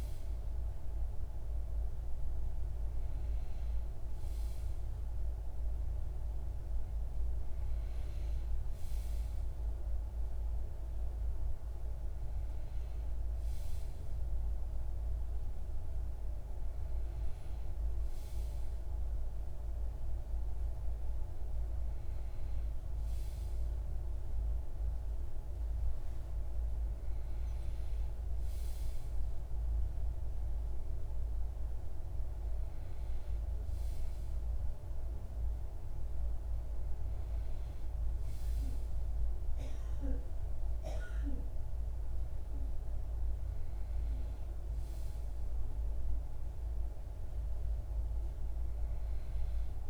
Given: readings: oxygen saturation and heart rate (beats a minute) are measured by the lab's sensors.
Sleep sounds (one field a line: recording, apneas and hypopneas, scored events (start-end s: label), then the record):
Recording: breathing in sleep, hard to hear, by a room microphone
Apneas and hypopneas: none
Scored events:
none scored
From the record:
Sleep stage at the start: REM sleep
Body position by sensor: on the back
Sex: male